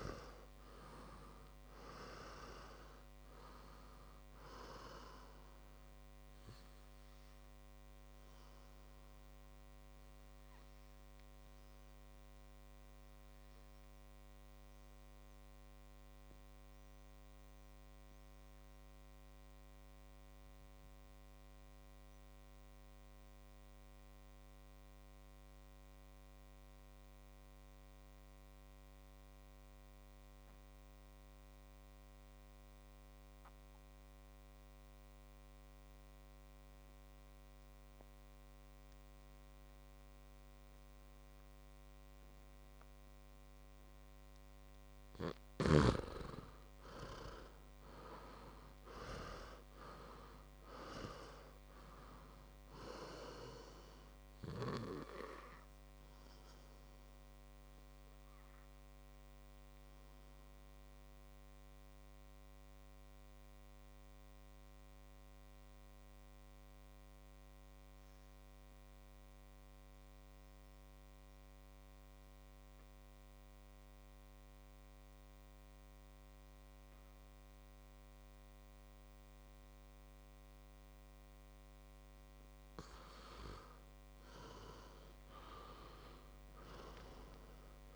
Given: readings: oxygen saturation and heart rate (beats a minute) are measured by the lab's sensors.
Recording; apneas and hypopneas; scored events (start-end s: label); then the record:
breathing in sleep by a microphone on the trachea; 2
0.00-1.50 s: arousal
0.00-27.50 s: oxygen desaturation (device-marked, oxygen 87% lowest, heart rate 52 extreme)
8.50-43.50 s: obstructive apnea (oxygen 99% before, 86% lowest, heart rate 60 before, 52 extreme, up 10 after)
39.50-71.50 s: oxygen desaturation (device-marked, oxygen 100% before, 86% lowest, heart rate 57 before, 55 extreme)
47.00-51.00 s: arousal
56.50-82.50 s: obstructive apnea (oxygen 100% before, 86% lowest, heart rate 63 before, 49 extreme, up 17 after)
81.50-87.96 s: oxygen desaturation (device-marked, oxygen 100% before, 92% lowest, heart rate 58 before, 49 extreme)
85.00-87.96 s: arousal
From the record:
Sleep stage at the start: N2 (light sleep); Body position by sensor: on the back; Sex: male